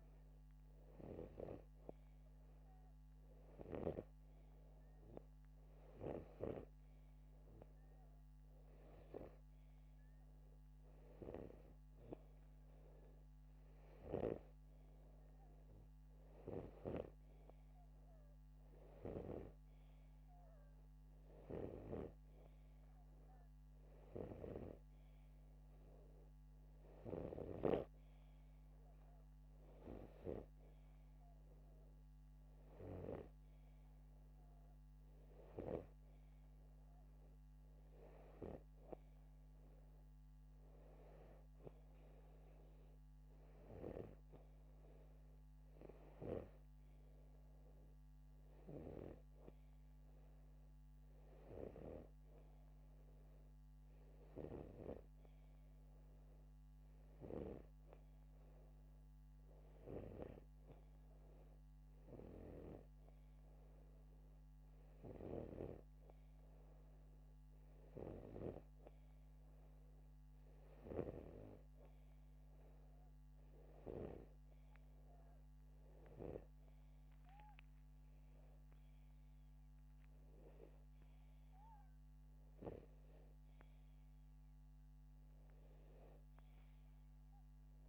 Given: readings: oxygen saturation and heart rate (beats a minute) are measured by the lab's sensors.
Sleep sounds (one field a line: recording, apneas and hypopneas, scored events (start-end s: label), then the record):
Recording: breathing in sleep by a microphone on the trachea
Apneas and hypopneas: none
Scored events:
0.00-4.50 s: snoring (device-marked)
22.00-28.00 s: snoring (device-marked)
From the record:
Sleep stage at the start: N2 (light sleep)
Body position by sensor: upright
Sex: male